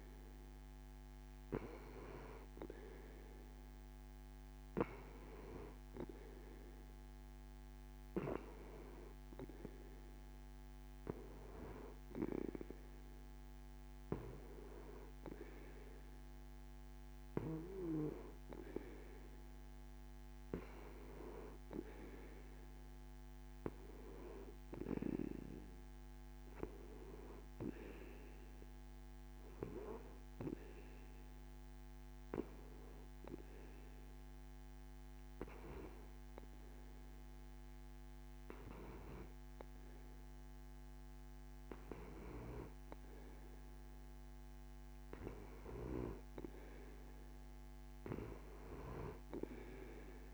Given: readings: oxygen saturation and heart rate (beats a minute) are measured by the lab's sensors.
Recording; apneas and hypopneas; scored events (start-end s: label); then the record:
breathing in sleep by a microphone on the trachea; none
none scored
From the record:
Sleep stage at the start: N2 (light sleep); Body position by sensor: on the back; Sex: male